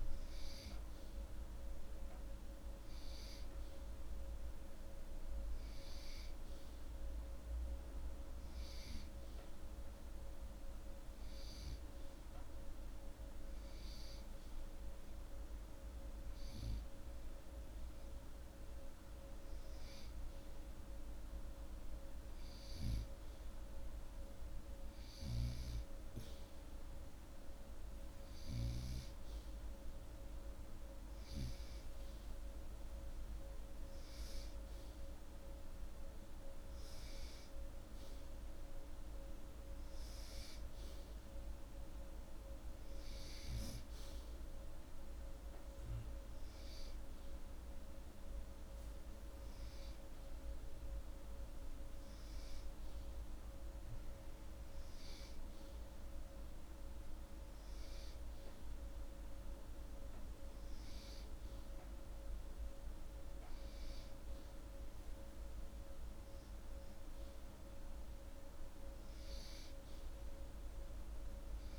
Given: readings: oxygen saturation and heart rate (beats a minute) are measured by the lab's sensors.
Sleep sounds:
breathing in sleep, hard to hear, by a room microphone; none
none scored
From the record:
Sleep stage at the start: N2 (light sleep); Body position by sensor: upright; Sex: male

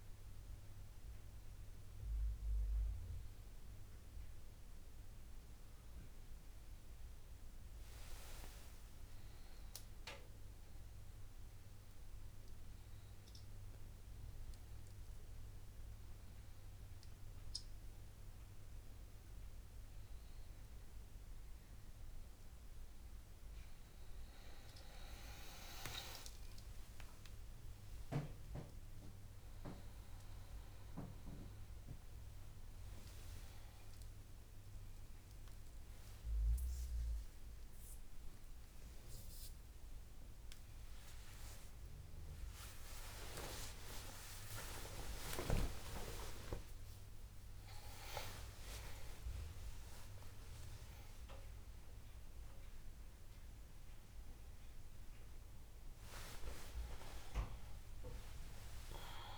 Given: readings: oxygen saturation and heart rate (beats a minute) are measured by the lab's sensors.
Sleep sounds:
a person partly awake in a sleep study, by a room microphone; none
6.00-10.00 s: arousal
28.00-36.00 s: bradycardia (device-marked, heart rate 80 before, 38 extreme)
36.00-59.38 s: new sleep stage, awake
From the record:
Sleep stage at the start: N1 (lightest sleep); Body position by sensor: on the back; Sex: male

